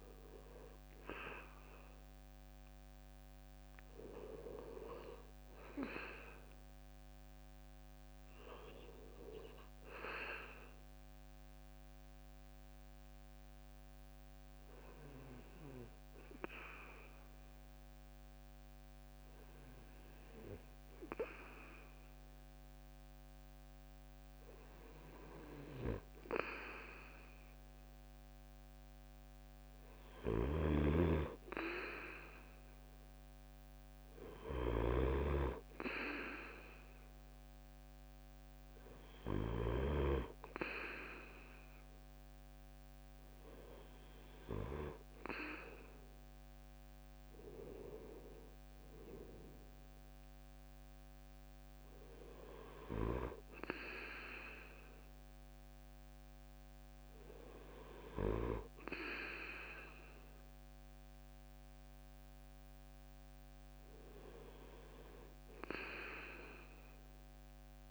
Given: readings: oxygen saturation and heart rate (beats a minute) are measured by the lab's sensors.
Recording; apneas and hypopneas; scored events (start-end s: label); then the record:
breathing in sleep by a microphone on the trachea; 1
11.00-22.00 s: hypopnea (oxygen 98% before, 94% lowest, heart rate 68 before, 69 extreme, up 0 after)
23.00-26.00 s: arousal
29.50-39.50 s: snoring (device-marked)
From the record:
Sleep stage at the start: N2 (light sleep); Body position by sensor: on the right side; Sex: male